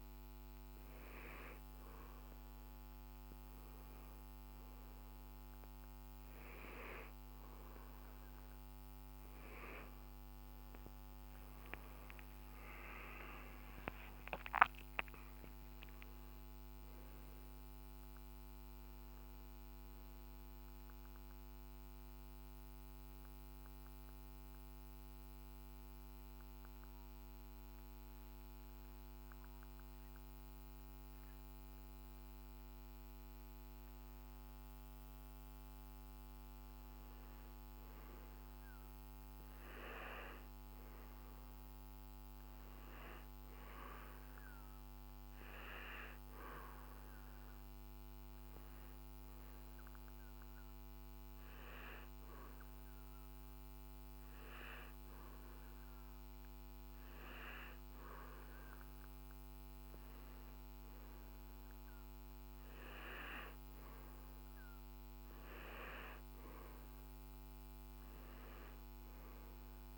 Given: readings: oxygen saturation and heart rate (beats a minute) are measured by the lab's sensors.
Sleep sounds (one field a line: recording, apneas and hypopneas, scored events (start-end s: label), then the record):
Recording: breathing in sleep by a microphone on the trachea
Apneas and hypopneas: 2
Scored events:
14.50-19.00 s: arousal
24.00-35.00 s: obstructive apnea (oxygen 95% before, 92% lowest, heart rate 70 before, 53 extreme, up 3 after)
38.00-43.00 s: arousal
44.00-52.00 s: oxygen desaturation (device-marked, oxygen 97% before, 92% lowest, heart rate 54 before, 55 extreme)
49.00-59.50 s: hypopnea (oxygen 97% before, 92% lowest, heart rate 55 before, 57 extreme, up 10 after)
62.50-66.00 s: arousal
From the record:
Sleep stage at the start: N2 (light sleep)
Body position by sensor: on the back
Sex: male